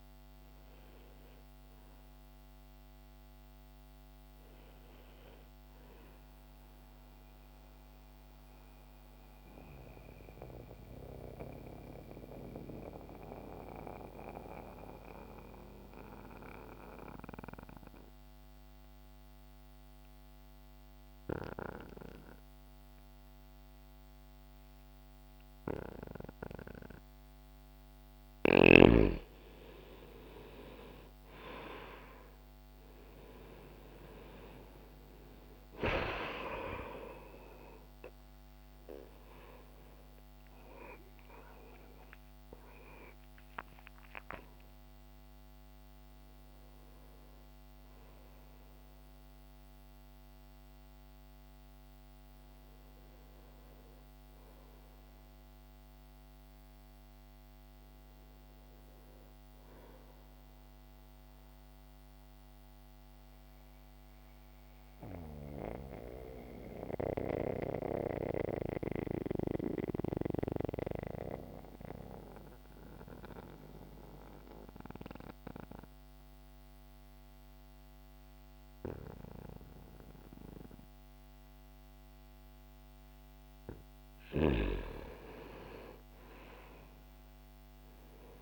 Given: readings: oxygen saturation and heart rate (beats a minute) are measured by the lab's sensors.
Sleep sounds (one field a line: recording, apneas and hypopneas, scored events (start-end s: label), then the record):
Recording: breathing in sleep by a microphone on the trachea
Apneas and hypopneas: 2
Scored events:
0.00-12.00 s: oxygen desaturation (device-marked, oxygen 94% before, 88% lowest, heart rate 53 before, 46 extreme)
6.50-27.50 s: mixed apnea (oxygen 96% before, 88% lowest, heart rate 56 before, 25 extreme, up 1 after)
30.00-48.00 s: oxygen desaturation (device-marked, oxygen 97% before, 89% lowest, heart rate 64 before, 25 extreme)
30.00-88.42 s: new sleep stage, N1 (lightest sleep)
30.50-35.50 s: arousal
56.00-68.00 s: oxygen desaturation (device-marked, oxygen 91% before, 88% lowest, heart rate 58 before, 45 extreme)
60.50-82.50 s: mixed apnea (oxygen 94% before, 87% lowest, heart rate 64 before, 45 extreme)
82.00-88.42 s: oxygen desaturation (device-marked, oxygen 98% before, 87% lowest, heart rate 64 before, 45 extreme)
86.00-88.42 s: arousal
From the record:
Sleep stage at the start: N2 (light sleep)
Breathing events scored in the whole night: 518 in 7.1 hours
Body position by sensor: on the back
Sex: male